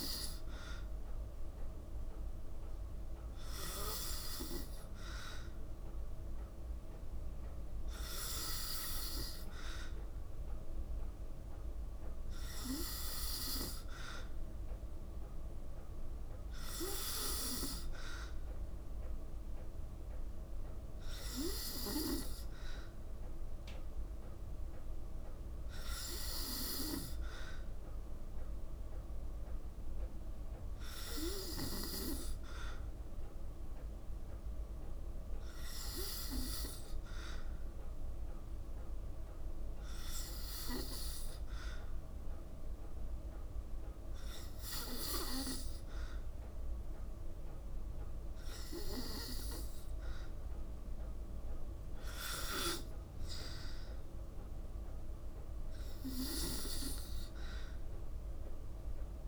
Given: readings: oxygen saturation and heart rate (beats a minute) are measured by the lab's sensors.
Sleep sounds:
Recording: breathing in sleep by a room microphone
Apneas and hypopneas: none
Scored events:
none scored
From the record:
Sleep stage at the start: N2 (light sleep)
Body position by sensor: on the back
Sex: female

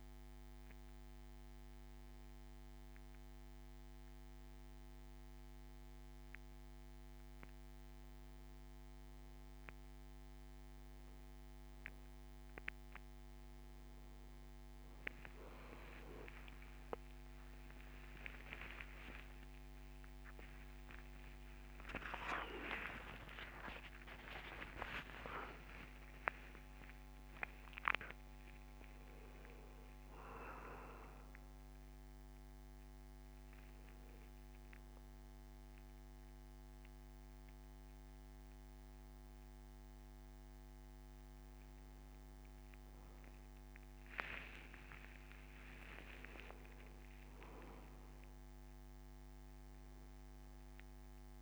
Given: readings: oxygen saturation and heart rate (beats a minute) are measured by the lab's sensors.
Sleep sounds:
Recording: breathing in sleep by a microphone on the trachea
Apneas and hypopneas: none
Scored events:
17.00-22.50 s: arousal
28.50-51.42 s: new sleep stage, N2 (light sleep)
44.50-48.00 s: arousal
From the record:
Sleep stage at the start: N1 (lightest sleep)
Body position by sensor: on the back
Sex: male

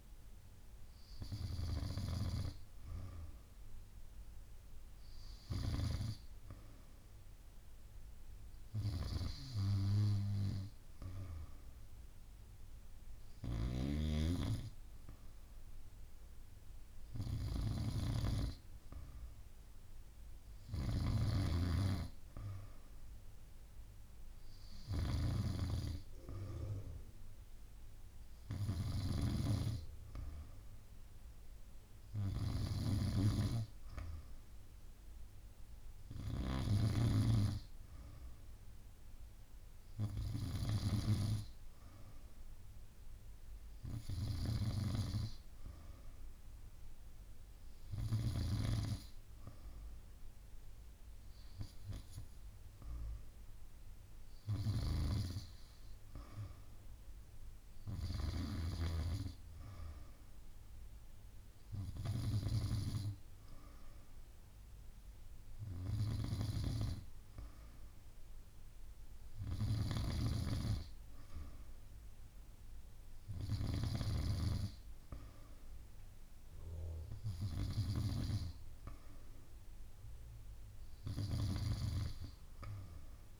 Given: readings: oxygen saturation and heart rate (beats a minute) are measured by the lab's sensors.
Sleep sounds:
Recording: breathing in sleep by a room microphone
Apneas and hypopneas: none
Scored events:
0.00-1.50 s: snoring (device-marked)
8.50-36.50 s: snoring (device-marked)
44.50-48.50 s: snoring (device-marked)
54.50-62.50 s: snoring (device-marked)
69.50-73.50 s: snoring (device-marked)
81.00-83.40 s: snoring (device-marked)
From the record:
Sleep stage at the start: N2 (light sleep)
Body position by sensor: on the back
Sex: female

